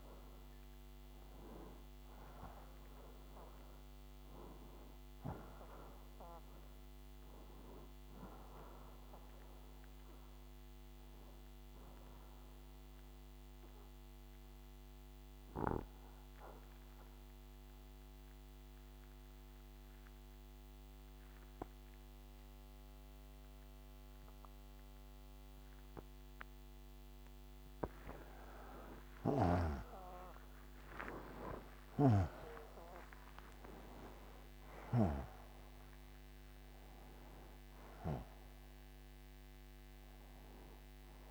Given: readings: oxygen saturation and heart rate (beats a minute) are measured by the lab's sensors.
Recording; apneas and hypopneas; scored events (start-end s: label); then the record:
breathing in sleep by a microphone on the trachea; 1
0.00-9.00 s: oxygen desaturation (device-marked, oxygen 91% lowest, heart rate 64 extreme)
9.50-26.50 s: central apnea (oxygen 97% before, 90% lowest, heart rate 86 before, 64 extreme, up 23 after)
28.00-41.00 s: oxygen desaturation (device-marked, oxygen 96% before, 92% lowest, heart rate 75 before, 61 extreme)
28.50-32.00 s: arousal
From the record:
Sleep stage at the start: N2 (light sleep); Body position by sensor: on the right side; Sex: male